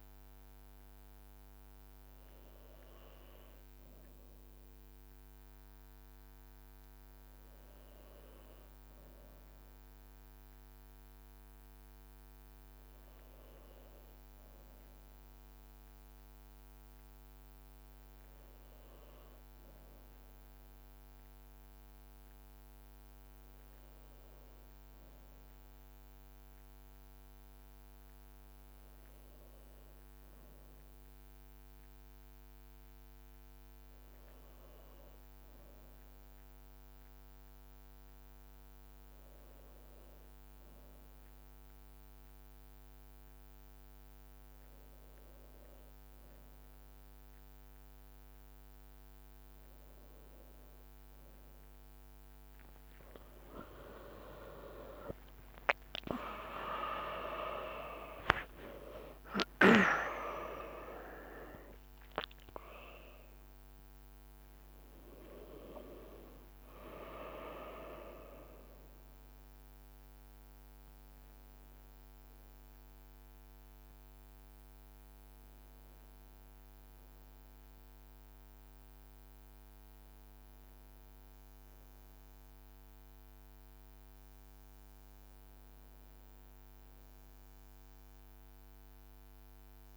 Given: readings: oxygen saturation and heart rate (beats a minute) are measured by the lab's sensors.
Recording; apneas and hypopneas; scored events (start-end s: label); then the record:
breathing in sleep by a microphone on the trachea; 1
21.00-40.00 s: hypopnea (oxygen 96% before, 93% lowest, heart rate 56 before, 56 extreme, up 6 after)
48.00-50.00 s: long interval between heartbeats (device-marked, heart rate 57 before, 63 extreme)
49.50-89.97 s: new sleep stage, N1 (lightest sleep)
52.50-62.50 s: leg movement (device-marked)
54.00-59.50 s: arousal
54.50-56.50 s: long interval between heartbeats (device-marked, heart rate 59 before, 68 extreme)
54.50-61.50 s: tachycardia (device-marked, heart rate 56 before, 109 extreme)
56.50-58.50 s: long interval between heartbeats (device-marked, heart rate 60 before, 86 extreme)
From the record:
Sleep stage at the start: REM sleep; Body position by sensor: on the back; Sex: male